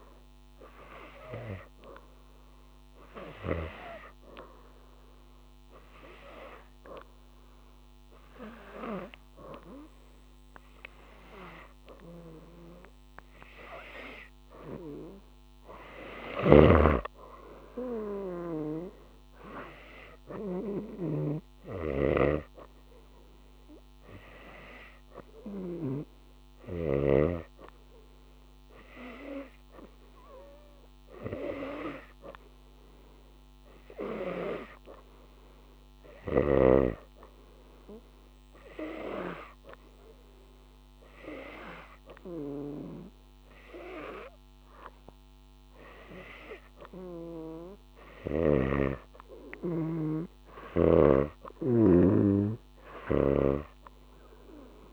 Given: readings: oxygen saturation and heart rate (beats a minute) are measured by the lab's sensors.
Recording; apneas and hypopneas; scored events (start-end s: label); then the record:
breathing in sleep by a microphone on the trachea; 1
0.00-3.50 s: arousal
0.00-4.00 s: snoring (device-marked)
6.00-16.50 s: hypopnea (oxygen 94% before, 89% lowest, heart rate 91 before, 91 extreme, up 2 after)
16.50-26.00 s: snoring (device-marked)
18.00-20.50 s: arousal
20.00-38.00 s: oxygen desaturation (device-marked, oxygen 93% before, 89% lowest, heart rate 91 before, 91 extreme)
51.00-54.93 s: snoring (device-marked)
From the record:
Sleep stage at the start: N2 (light sleep); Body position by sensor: on the right side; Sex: female